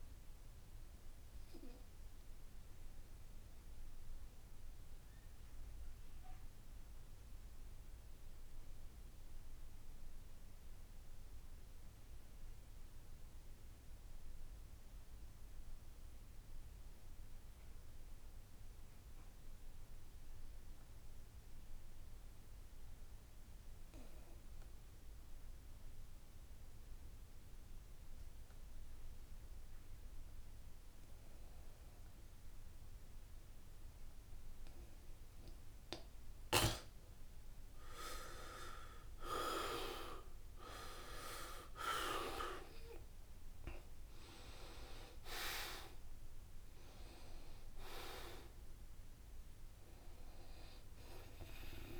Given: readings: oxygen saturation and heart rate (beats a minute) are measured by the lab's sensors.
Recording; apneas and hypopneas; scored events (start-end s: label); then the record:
breathing in sleep by a room microphone; 1
0.00-11.00 s: oxygen desaturation (device-marked, oxygen 76% lowest, heart rate 65 extreme)
2.00-36.00 s: obstructive apnea (oxygen 97% before, 73% lowest, heart rate 74 before, 65 extreme, up 11 after)
20.00-52.00 s: oxygen desaturation (device-marked, oxygen 95% before, 73% lowest, heart rate 67 before, 67 extreme)
40.50-45.00 s: arousal
From the record:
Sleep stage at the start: N2 (light sleep); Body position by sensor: on the back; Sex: male